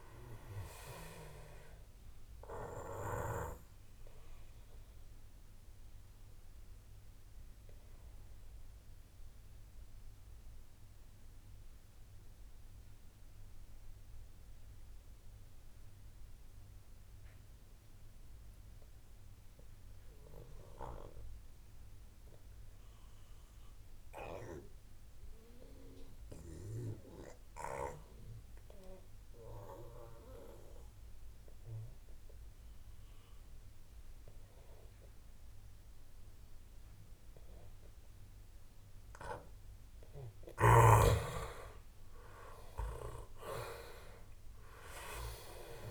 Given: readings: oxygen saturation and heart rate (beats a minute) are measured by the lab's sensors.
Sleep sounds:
breathing in sleep by a room microphone; 1
0.00-20.00 s: oxygen desaturation (device-marked, oxygen 87% lowest)
5.00-38.00 s: obstructive apnea (oxygen 97% before, 87% lowest)
37.00-45.91 s: oxygen desaturation (device-marked, oxygen 97% before, 87% lowest)
40.50-44.50 s: arousal
From the record:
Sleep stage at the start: N2 (light sleep); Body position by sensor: on the back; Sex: male

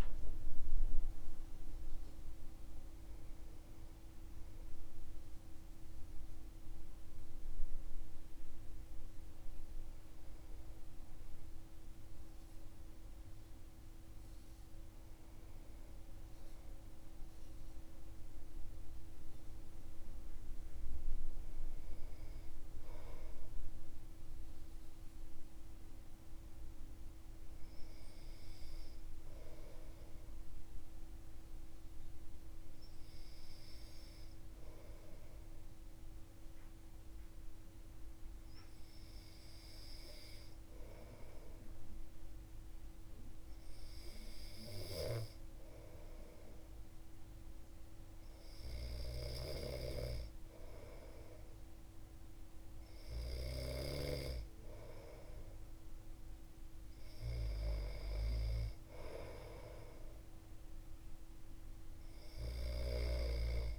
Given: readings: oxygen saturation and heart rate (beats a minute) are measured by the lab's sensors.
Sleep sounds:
breathing in sleep by a room microphone; none
none scored
From the record:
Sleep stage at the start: N2 (light sleep); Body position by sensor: on the back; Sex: male

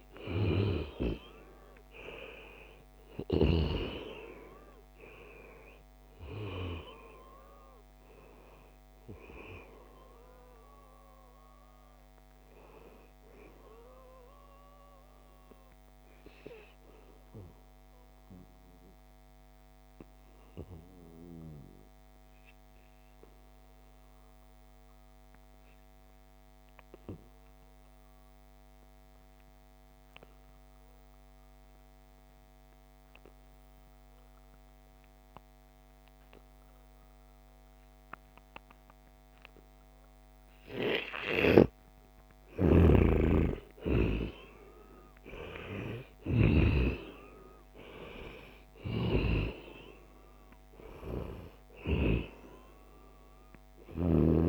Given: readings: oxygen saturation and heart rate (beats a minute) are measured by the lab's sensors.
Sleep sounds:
breathing in sleep by a microphone on the trachea; 1
0.00-23.50 s: oxygen desaturation (device-marked, oxygen 88% lowest, heart rate 67 extreme)
17.50-42.00 s: obstructive apnea (oxygen 96% before, 88% lowest, heart rate 78 before, 71 extreme, up 6 after)
42.50-46.50 s: snoring (device-marked)
42.50-54.49 s: oxygen desaturation (device-marked, oxygen 97% before, 89% lowest, heart rate 74 before, 68 extreme)
43.00-47.00 s: arousal
From the record:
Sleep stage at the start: N2 (light sleep); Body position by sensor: on the back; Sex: male

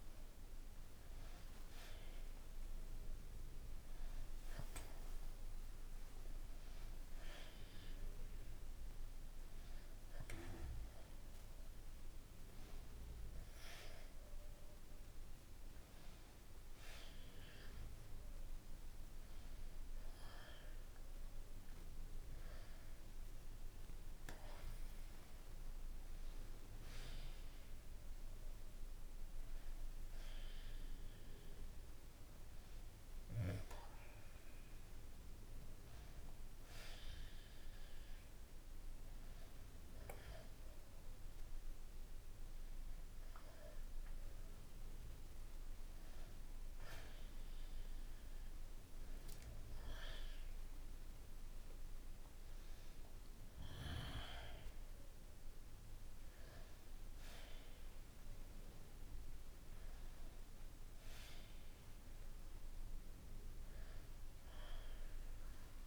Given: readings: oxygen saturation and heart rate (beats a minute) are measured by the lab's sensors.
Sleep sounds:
breathing in sleep by a room microphone; none
none scored
From the record:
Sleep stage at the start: N1 (lightest sleep); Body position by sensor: on the back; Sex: male

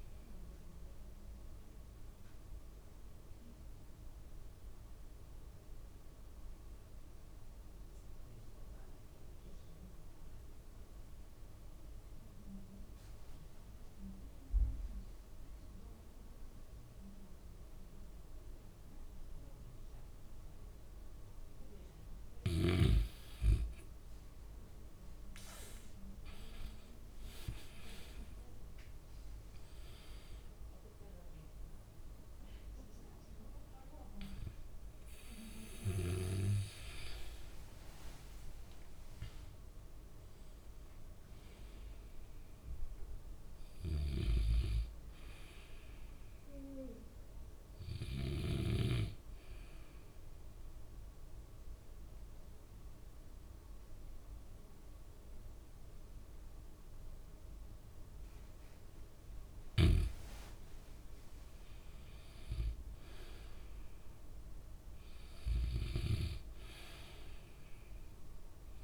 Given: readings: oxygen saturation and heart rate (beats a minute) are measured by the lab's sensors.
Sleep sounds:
breathing in sleep by a room microphone; 2
0.00-13.50 s: oxygen desaturation (device-marked, oxygen 91% lowest, heart rate 65 extreme)
1.50-22.50 s: mixed apnea (oxygen 95% before, 87% lowest, heart rate 71 before, 65 extreme, up 1 after)
24.00-28.00 s: arousal
25.50-55.50 s: oxygen desaturation (device-marked, oxygen 95% before, 87% lowest, heart rate 69 before, 63 extreme)
50.00-60.00 s: central apnea (oxygen 95% before, 89% lowest, heart rate 71 before, 63 extreme, up 8 after)
61.50-65.00 s: arousal
From the record:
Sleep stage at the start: N2 (light sleep); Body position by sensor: on the back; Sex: male

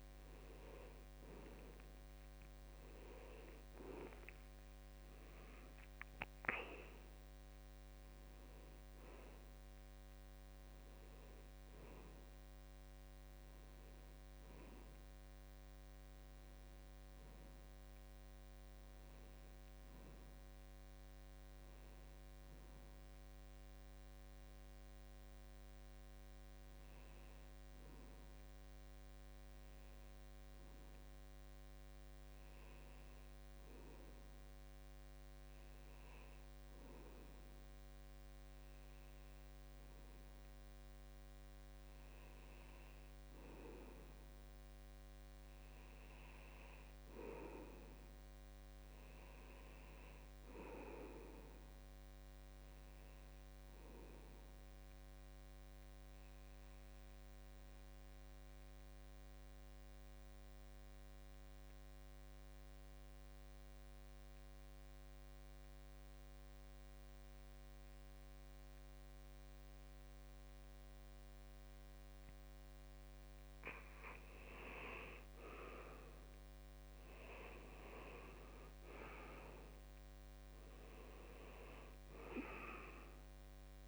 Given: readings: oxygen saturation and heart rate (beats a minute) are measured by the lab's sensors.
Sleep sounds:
breathing in sleep by a microphone on the trachea; 2
0.00-12.50 s: oxygen desaturation (device-marked, oxygen 88% lowest, heart rate 68 extreme)
18.00-34.00 s: hypopnea (oxygen 94% before, 85% lowest, heart rate 82 before, 67 extreme, up 0 after)
36.50-40.00 s: arousal
40.50-64.50 s: oxygen desaturation (device-marked, oxygen 94% before, 91% lowest, heart rate 69 before, 66 extreme)
54.50-72.00 s: obstructive apnea (oxygen 95% before, 85% lowest, heart rate 69 before, 67 extreme, up 4 after)
73.50-83.88 s: oxygen desaturation (device-marked, oxygen 92% before, 85% lowest, heart rate 68 before, 66 extreme)
74.00-77.50 s: arousal
From the record:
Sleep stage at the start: N2 (light sleep); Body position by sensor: on the back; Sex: male

